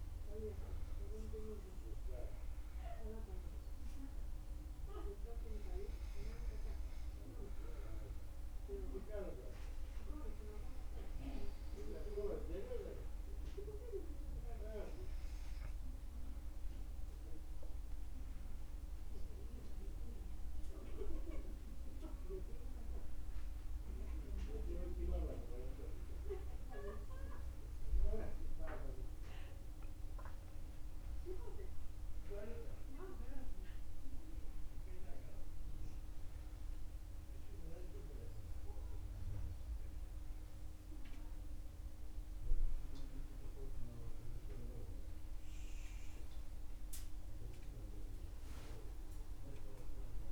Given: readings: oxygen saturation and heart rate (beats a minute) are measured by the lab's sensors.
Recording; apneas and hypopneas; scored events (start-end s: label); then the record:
breathing in sleep by a room microphone; 1
5.00-16.50 s: hypopnea (oxygen 98% before, 96% lowest, heart rate 62 before, 61 extreme, up 11 after)
16.50-46.50 s: new sleep stage, N1 (lightest sleep)
19.00-24.00 s: arousal
46.50-50.32 s: new sleep stage, awake
From the record:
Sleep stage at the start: N2 (light sleep); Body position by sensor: on the back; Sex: male